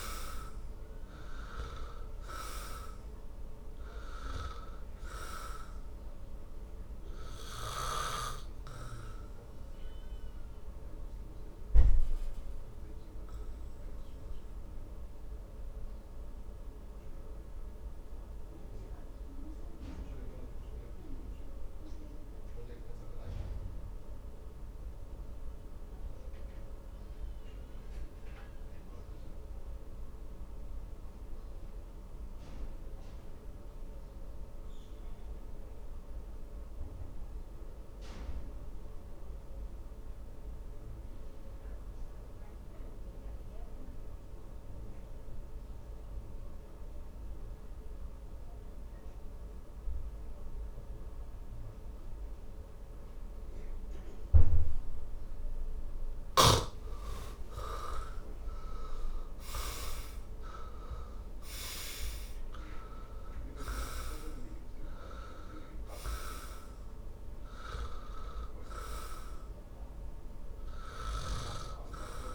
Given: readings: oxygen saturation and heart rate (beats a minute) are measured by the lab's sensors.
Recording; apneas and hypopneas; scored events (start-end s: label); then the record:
breathing in sleep by a room microphone; 1
0.00-36.00 s: oxygen desaturation (device-marked, oxygen 74% lowest, heart rate 51 extreme)
7.00-56.50 s: obstructive apnea (oxygen 98% before, 74% lowest, heart rate 67 before, 51 extreme, up 23 after)
57.50-62.00 s: arousal
58.00-72.35 s: oxygen desaturation (device-marked, oxygen 98% before, 75% lowest, heart rate 54 before, 49 extreme)
From the record:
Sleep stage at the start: N2 (light sleep); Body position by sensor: on the back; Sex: male